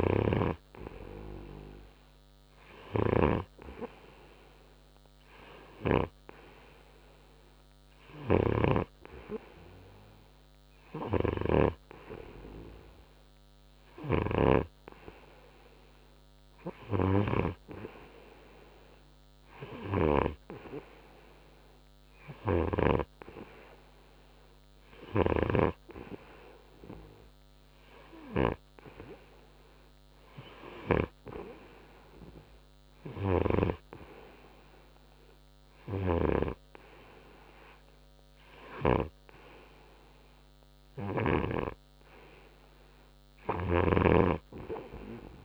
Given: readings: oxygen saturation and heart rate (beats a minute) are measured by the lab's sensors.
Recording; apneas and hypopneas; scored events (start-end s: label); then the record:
breathing in sleep by a microphone on the trachea; none
none scored
From the record:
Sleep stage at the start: N3 (deep sleep); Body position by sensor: on the right side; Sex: male